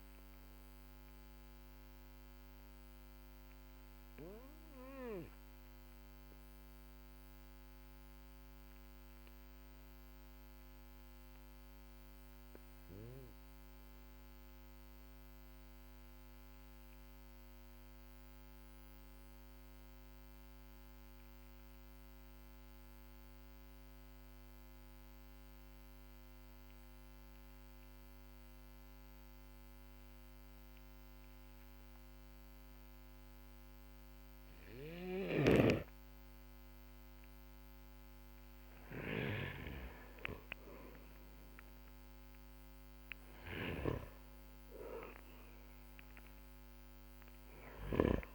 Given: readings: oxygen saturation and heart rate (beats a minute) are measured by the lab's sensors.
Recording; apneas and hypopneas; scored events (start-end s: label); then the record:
breathing in sleep by a microphone on the trachea; 1
0.50-24.50 s: oxygen desaturation (device-marked, oxygen 97% before, 94% lowest, heart rate 51 before, 43 extreme)
0.50-37.50 s: obstructive apnea (oxygen 98% before, 93% lowest, heart rate 51 before, 43 extreme, up 13 after)
39.00-42.50 s: arousal
42.50-48.35 s: oxygen desaturation (device-marked, oxygen 98% before, 93% lowest, heart rate 53 before, 44 extreme)
47.00-48.35 s: snoring (device-marked)
From the record:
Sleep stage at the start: N2 (light sleep); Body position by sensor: on the back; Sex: male